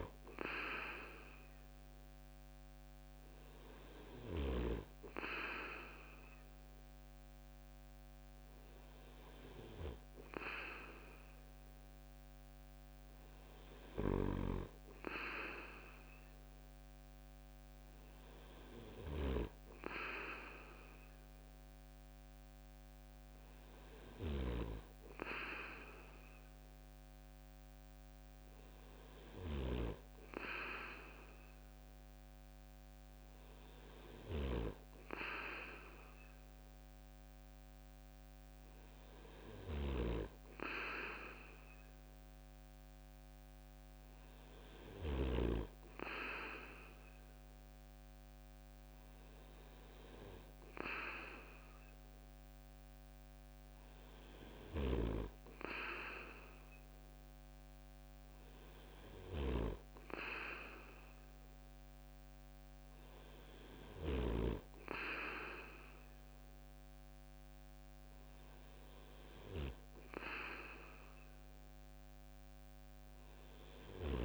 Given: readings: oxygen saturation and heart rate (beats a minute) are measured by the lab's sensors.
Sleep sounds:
breathing in sleep by a microphone on the trachea; none
39.00-45.00 s: snoring (device-marked)
54.00-64.00 s: snoring (device-marked)
From the record:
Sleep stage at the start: N2 (light sleep); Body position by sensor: on the right side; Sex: male

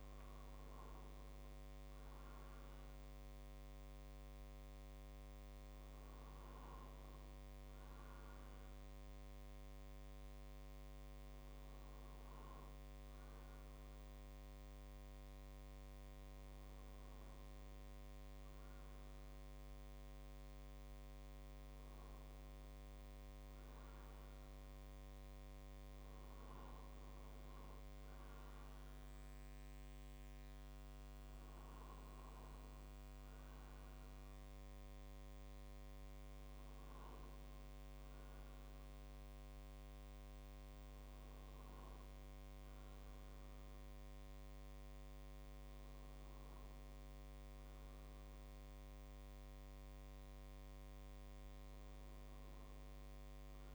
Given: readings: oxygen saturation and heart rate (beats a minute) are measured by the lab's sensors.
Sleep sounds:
breathing in sleep, hard to hear, by a microphone on the trachea; none
29.50-47.50 s: drop in pulse transit time (device-marked, heart rate 51 before, 51 extreme)
From the record:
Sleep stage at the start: N2 (light sleep); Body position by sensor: on the right side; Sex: male

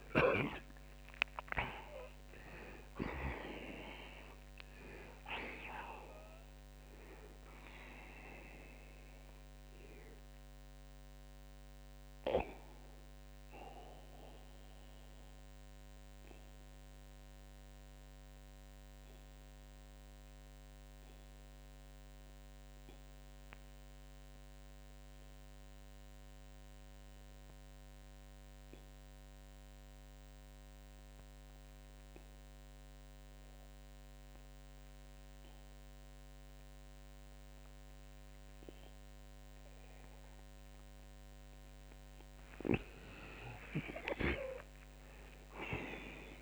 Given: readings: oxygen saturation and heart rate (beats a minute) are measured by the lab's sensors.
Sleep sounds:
breathing in sleep by a microphone on the trachea; 1
2.00-37.00 s: oxygen desaturation (device-marked, oxygen 94% before, 80% lowest)
13.50-42.00 s: mixed apnea (oxygen 94% before, 78% lowest)
44.00-46.42 s: oxygen desaturation (device-marked, oxygen 94% before, 78% lowest)
44.50-46.42 s: arousal
From the record:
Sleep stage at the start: N2 (light sleep); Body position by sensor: on the back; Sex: male

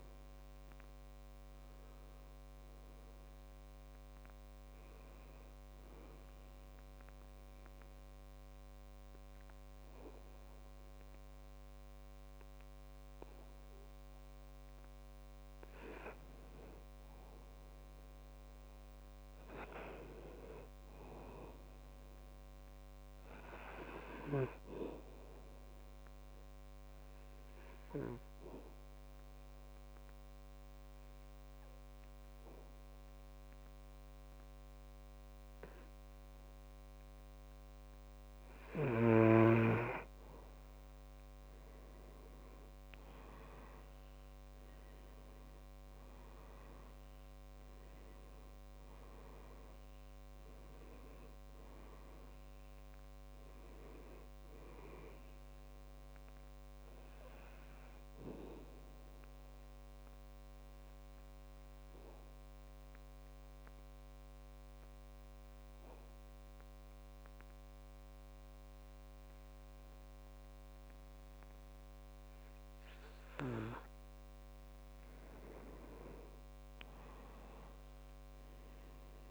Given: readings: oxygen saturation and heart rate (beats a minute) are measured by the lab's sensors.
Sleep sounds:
breathing in sleep by a microphone on the trachea; 3
1.50-4.00 s: arousal
7.00-17.00 s: obstructive apnea (oxygen 99% before, 92% lowest, heart rate 70 before, 62 extreme, up 7 after)
19.00-22.50 s: arousal
28.00-40.00 s: obstructive apnea (oxygen 99% before, 92% lowest, heart rate 66 before, 66 extreme, up 6 after)
40.50-44.50 s: arousal
42.00-66.00 s: oxygen desaturation (device-marked, oxygen 97% before, 92% lowest, heart rate 67 before, 66 extreme)
59.50-74.50 s: obstructive apnea (oxygen 97% before, 89% lowest, heart rate 71 before, 66 extreme, up 5 after)
76.50-79.31 s: arousal
From the record:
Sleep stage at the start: N2 (light sleep); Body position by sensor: on the back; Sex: male

